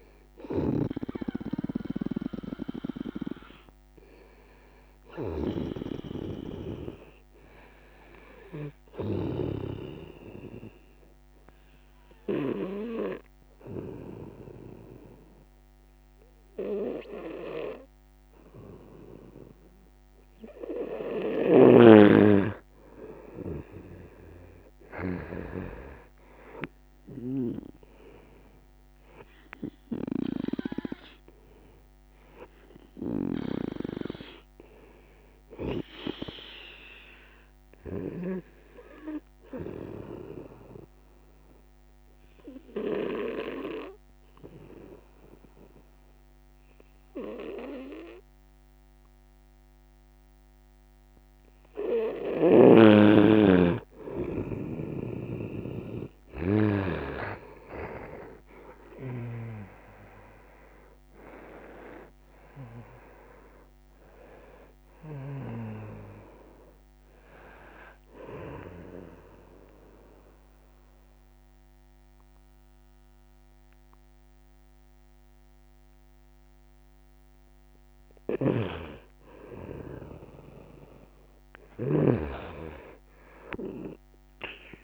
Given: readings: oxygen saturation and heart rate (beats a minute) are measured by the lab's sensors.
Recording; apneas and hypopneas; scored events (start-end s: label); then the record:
breathing in sleep by a microphone on the trachea; 3
0.00-12.50 s: snoring (device-marked)
9.50-21.50 s: obstructive apnea (oxygen 97% before, 91% lowest, heart rate 73 before, 69 extreme, up 5 after)
24.00-28.00 s: arousal
30.00-50.00 s: oxygen desaturation (device-marked, oxygen 97% before, 91% lowest, heart rate 71 before, 67 extreme)
39.00-51.50 s: obstructive apnea (oxygen 97% before, 91% lowest, heart rate 73 before, 67 extreme, up 2 after)
54.50-59.00 s: snoring (device-marked)
55.50-59.00 s: arousal
62.00-72.00 s: oxygen desaturation (device-marked, oxygen 98% before, 94% lowest, heart rate 69 before, 67 extreme)
68.00-78.50 s: obstructive apnea (oxygen 98% before, 92% lowest, heart rate 71 before, 67 extreme, up 3 after)
77.00-84.84 s: oxygen desaturation (device-marked, oxygen 95% before, 92% lowest, heart rate 72 before, 68 extreme)
78.00-82.00 s: snoring (device-marked)
82.50-84.84 s: arousal
From the record:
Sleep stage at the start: N2 (light sleep); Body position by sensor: on the right side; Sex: male